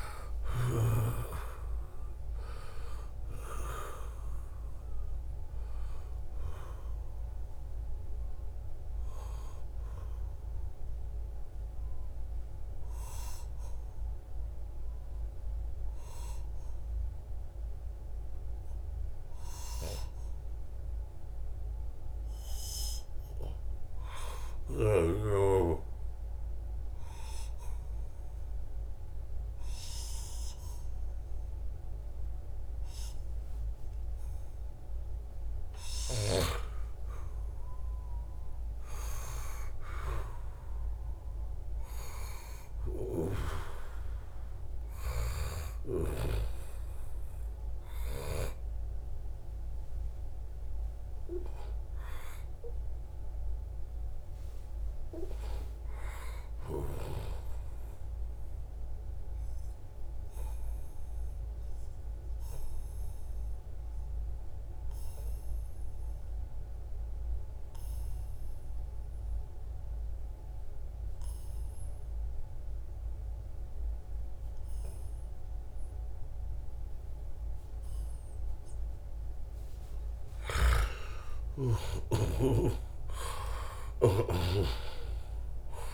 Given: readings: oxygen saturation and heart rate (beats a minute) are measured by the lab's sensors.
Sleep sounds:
breathing in sleep by a room microphone; 2
10.50-19.50 s: oxygen desaturation (device-marked, oxygen 91% before, 86% lowest, heart rate 77 before, 77 extreme)
11.00-34.00 s: obstructive apnea (oxygen 96% before, 86% lowest, heart rate 77 before, 77 extreme, up 0 after)
36.50-40.00 s: arousal
58.50-79.00 s: obstructive apnea (oxygen 97% before, 89% lowest, heart rate 80 before, 73 extreme, up 6 after)
77.50-85.94 s: oxygen desaturation (device-marked, oxygen 95% before, 89% lowest, heart rate 77 before, 75 extreme)
80.00-85.94 s: snoring (device-marked)
80.50-85.00 s: arousal
From the record:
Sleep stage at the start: N2 (light sleep); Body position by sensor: on the back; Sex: male

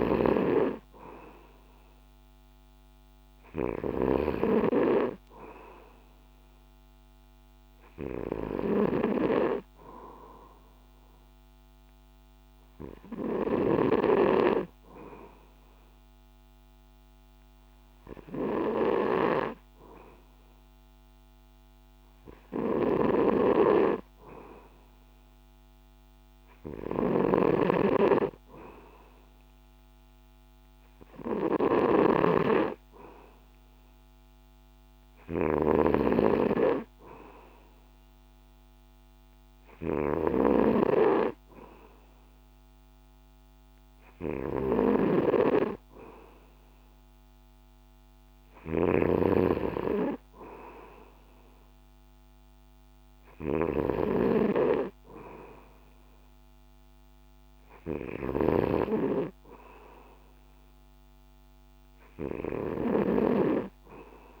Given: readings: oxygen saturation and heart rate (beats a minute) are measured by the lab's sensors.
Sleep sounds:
breathing in sleep by a microphone on the trachea; none
8.50-64.40 s: snoring (device-marked)
From the record:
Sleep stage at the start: N2 (light sleep); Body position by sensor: on the back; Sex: male

